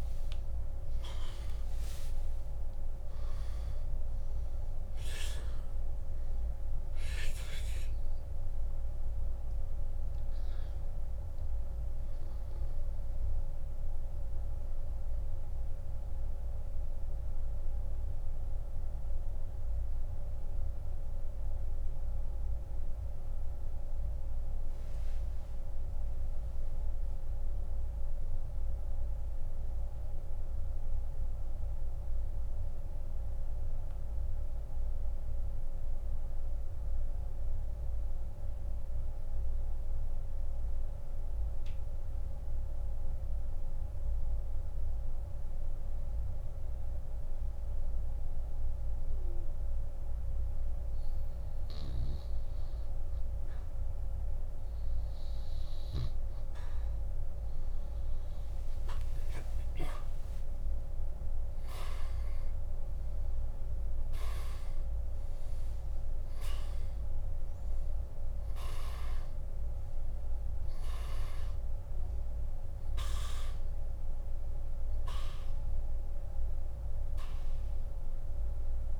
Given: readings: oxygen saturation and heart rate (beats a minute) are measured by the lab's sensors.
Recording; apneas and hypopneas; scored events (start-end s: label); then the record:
breathing in sleep by a room microphone; 1
8.50-51.50 s: oxygen desaturation (device-marked, oxygen 96% before, 86% lowest)
17.00-53.00 s: central apnea (oxygen 97% before, 85% lowest)
58.00-62.50 s: arousal
59.50-79.00 s: oxygen desaturation (device-marked, oxygen 98% before, 85% lowest, heart rate 36 before, 28 extreme)
From the record:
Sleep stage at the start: N2 (light sleep); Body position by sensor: on the back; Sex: male